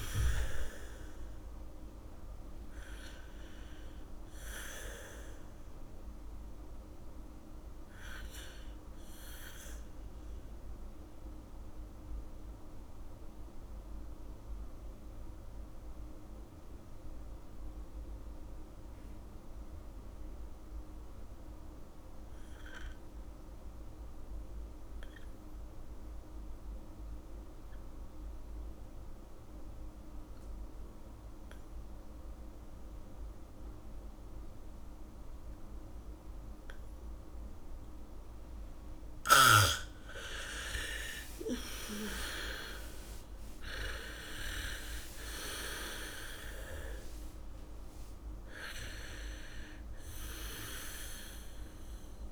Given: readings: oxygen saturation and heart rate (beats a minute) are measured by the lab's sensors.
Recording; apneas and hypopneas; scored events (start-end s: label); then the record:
breathing in sleep by a room microphone; 1
0.00-20.00 s: oxygen desaturation (device-marked, oxygen 82% lowest, heart rate 48 extreme)
9.00-38.50 s: mixed apnea (oxygen 96% before, 80% lowest, heart rate 69 before, 48 extreme)
36.00-52.32 s: oxygen desaturation (device-marked, oxygen 99% before, 80% lowest, heart rate 71 before, 48 extreme)
39.00-44.00 s: bradycardia (device-marked, heart rate 72 before, 48 extreme)
40.50-45.00 s: arousal
From the record:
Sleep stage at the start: N2 (light sleep); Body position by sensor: on the back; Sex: female